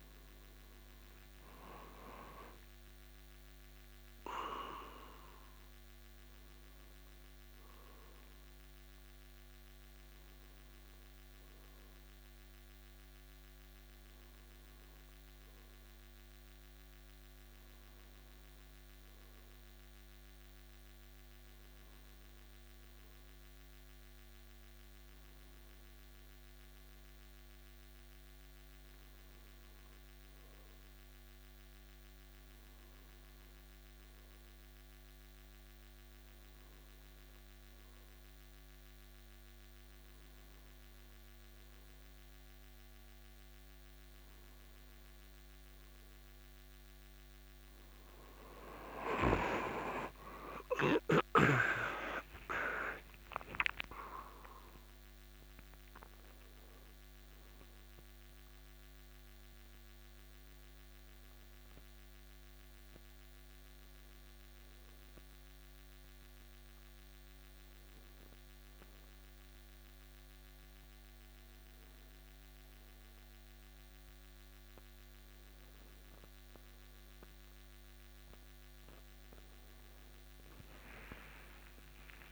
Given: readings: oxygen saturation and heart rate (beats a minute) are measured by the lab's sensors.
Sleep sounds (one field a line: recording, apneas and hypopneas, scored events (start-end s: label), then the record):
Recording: a person partly awake in a sleep study, by a microphone on the trachea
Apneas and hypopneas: none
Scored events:
53.50-82.32 s: new sleep stage, awake
From the record:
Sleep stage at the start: N1 (lightest sleep)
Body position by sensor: on the left side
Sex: male